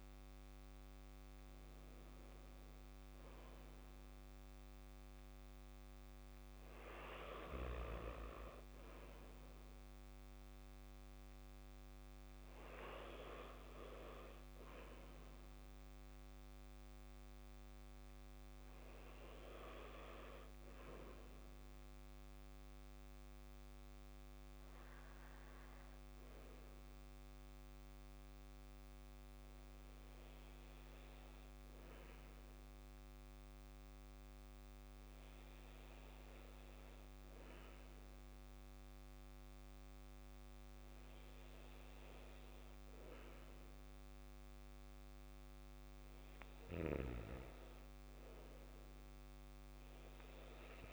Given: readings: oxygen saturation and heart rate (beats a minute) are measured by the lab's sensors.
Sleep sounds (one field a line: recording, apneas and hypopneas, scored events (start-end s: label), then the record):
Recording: breathing in sleep by a microphone on the trachea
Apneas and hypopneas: 1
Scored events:
0.00-3.00 s: arousal
26.50-41.50 s: obstructive apnea (oxygen 94% before, 92% lowest, heart rate 61 before, 59 extreme, up 3 after)
46.00-50.93 s: arousal
From the record:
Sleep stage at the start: REM sleep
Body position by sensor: on the back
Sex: male